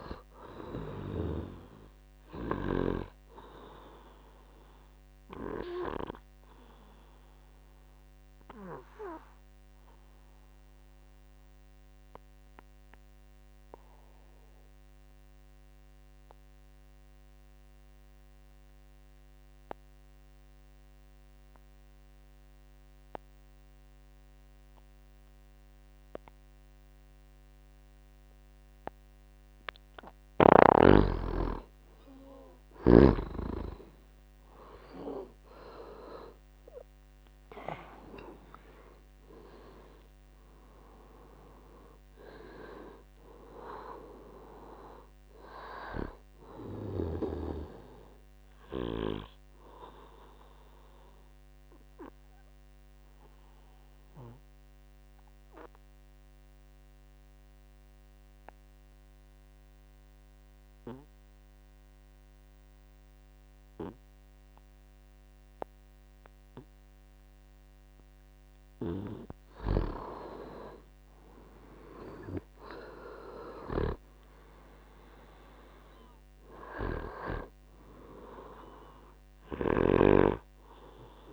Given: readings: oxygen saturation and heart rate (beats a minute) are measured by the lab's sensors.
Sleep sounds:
breathing in sleep by a microphone on the trachea; 2
0.00-3.00 s: snoring (device-marked)
0.00-21.00 s: oxygen desaturation (device-marked, oxygen 82% lowest, heart rate 59 extreme)
6.00-28.50 s: obstructive apnea (oxygen 99% before, 82% lowest, heart rate 72 before, 63 extreme, up 6 after)
30.00-64.00 s: oxygen desaturation (device-marked, oxygen 99% before, 83% lowest, heart rate 68 before, 63 extreme)
32.00-36.50 s: arousal
50.50-68.00 s: obstructive apnea (oxygen 99% before, 83% lowest, heart rate 78 before, 62 extreme, up 10 after)
71.50-75.00 s: arousal
74.00-81.33 s: oxygen desaturation (device-marked, oxygen 99% before, 84% lowest, heart rate 65 before, 59 extreme)
From the record:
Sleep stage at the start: N2 (light sleep); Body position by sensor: on the back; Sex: male

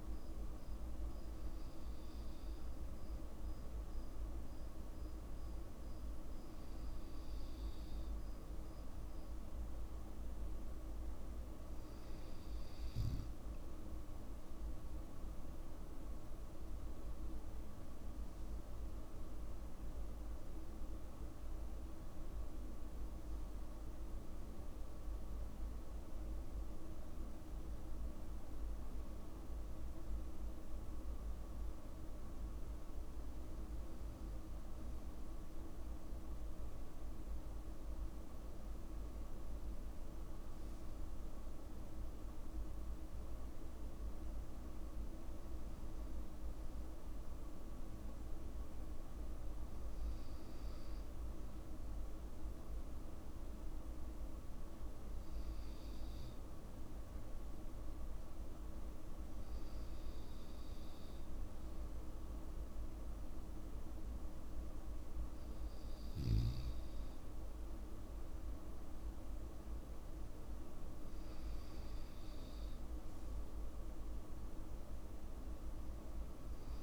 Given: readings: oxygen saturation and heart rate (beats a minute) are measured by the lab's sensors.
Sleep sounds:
breathing in sleep, hard to hear, by a room microphone; none
none scored
From the record:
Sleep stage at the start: N2 (light sleep); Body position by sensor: on the back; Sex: male

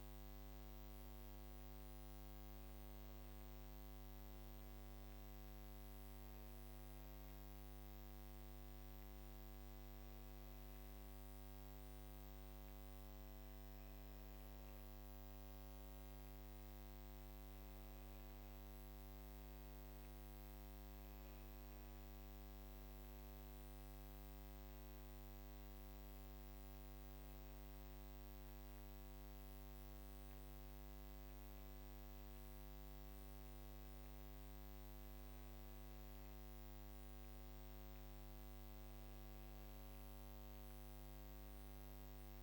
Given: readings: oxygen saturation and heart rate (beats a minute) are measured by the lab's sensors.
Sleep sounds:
a person awake in a sleep study, hard to hear, by a microphone on the trachea; none
none scored
From the record:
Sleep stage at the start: awake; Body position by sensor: on the back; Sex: female

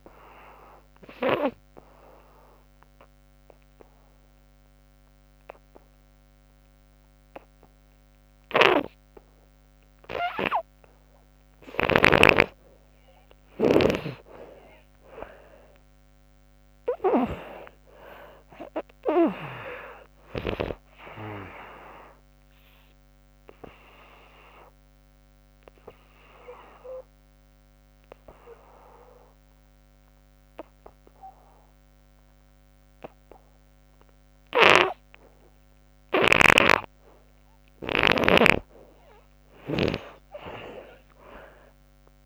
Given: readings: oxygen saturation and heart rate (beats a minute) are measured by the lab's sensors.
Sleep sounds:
breathing in sleep by a microphone on the trachea; 2
0.00-7.50 s: oxygen desaturation (device-marked, oxygen 86% lowest, heart rate 65 extreme)
0.50-11.50 s: obstructive apnea (oxygen 96% before, 79% lowest, heart rate 93 before, 65 extreme, up 23 after)
14.50-18.50 s: arousal
14.50-33.50 s: oxygen desaturation (device-marked, oxygen 92% before, 79% lowest, heart rate 78 before, 67 extreme)
23.00-38.00 s: obstructive apnea (oxygen 96% before, 78% lowest, heart rate 78 before, 67 extreme, up 52 after)
From the record:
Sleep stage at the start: N2 (light sleep); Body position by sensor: on the back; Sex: female

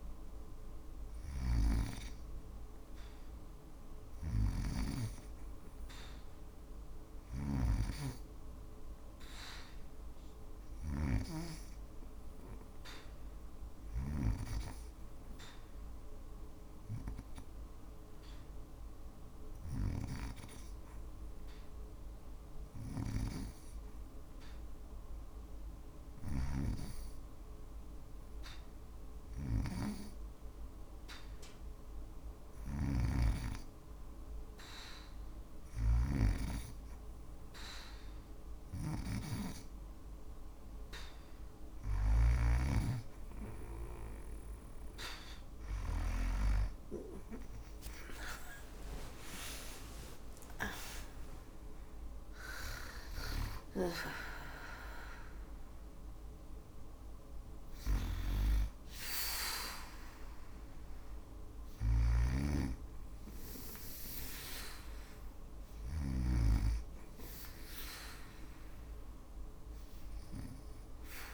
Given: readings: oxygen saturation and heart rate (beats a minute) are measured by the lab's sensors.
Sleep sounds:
breathing in sleep by a room microphone; 1
0.00-32.00 s: oxygen desaturation (device-marked, oxygen 89% lowest, heart rate 58 extreme)
3.50-10.50 s: snoring (device-marked)
12.50-36.50 s: obstructive apnea (oxygen 95% before, 89% lowest, heart rate 59 before, 59 extreme, up 2 after)
31.50-35.50 s: snoring (device-marked)
37.50-45.50 s: snoring (device-marked)
41.00-54.00 s: oxygen desaturation (device-marked, oxygen 92% before, 89% lowest, heart rate 60 before, 59 extreme)
45.50-50.50 s: arousal
61.00-65.50 s: snoring (device-marked)
From the record:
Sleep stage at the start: REM sleep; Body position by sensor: on the back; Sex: female

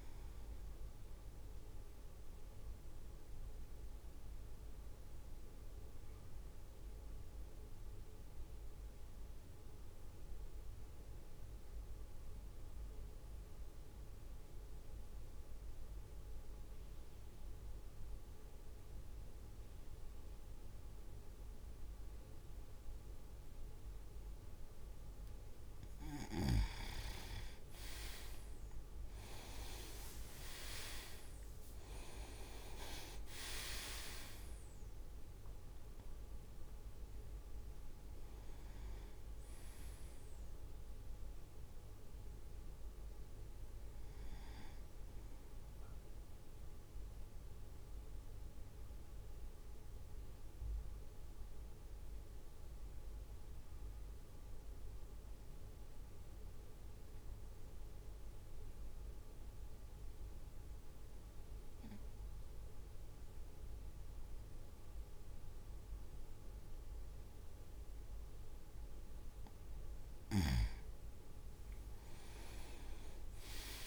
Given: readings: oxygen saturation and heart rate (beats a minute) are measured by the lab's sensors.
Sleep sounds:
breathing in sleep by a room microphone; 2
1.50-25.50 s: obstructive apnea (oxygen 98% before, 95% lowest, heart rate 55 before, 51 extreme, up 8 after)
29.50-34.50 s: arousal
32.50-46.50 s: drop in pulse transit time (device-marked, heart rate 54 before, 55 extreme)
32.50-49.50 s: oxygen desaturation (device-marked, oxygen 98% before, 95% lowest, heart rate 54 before, 52 extreme)
47.00-69.00 s: mixed apnea (oxygen 99% before, 96% lowest, heart rate 59 before, 52 extreme, up 6 after)
72.00-73.00 s: leg movement (device-marked)
72.00-73.87 s: arousal
From the record:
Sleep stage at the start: N2 (light sleep); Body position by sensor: on the right side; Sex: male

